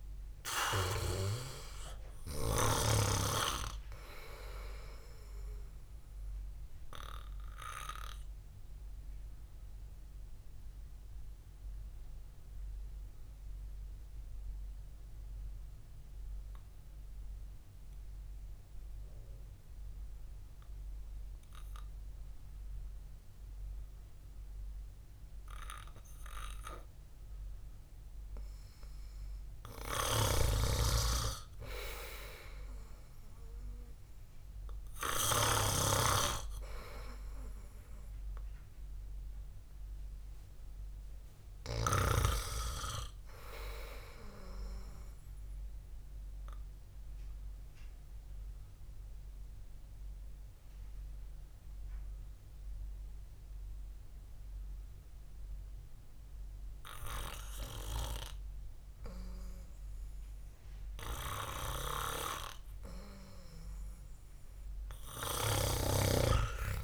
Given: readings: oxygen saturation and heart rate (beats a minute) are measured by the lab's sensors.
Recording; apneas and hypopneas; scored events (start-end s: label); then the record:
breathing in sleep by a room microphone; 2
0.00-21.00 s: oxygen desaturation (device-marked, oxygen 88% lowest, heart rate 66 extreme)
7.50-29.50 s: obstructive apnea (oxygen 99% before, 88% lowest, heart rate 65 before, 65 extreme, up 1 after)
31.00-43.00 s: snoring (device-marked)
31.50-36.00 s: arousal
38.00-65.00 s: oxygen desaturation (device-marked, oxygen 97% before, 89% lowest, heart rate 73 before, 65 extreme)
45.50-60.50 s: obstructive apnea (oxygen 98% before, 89% lowest, heart rate 72 before, 68 extreme, up 3 after)
65.50-66.84 s: arousal
From the record:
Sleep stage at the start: REM sleep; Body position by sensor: on the back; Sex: male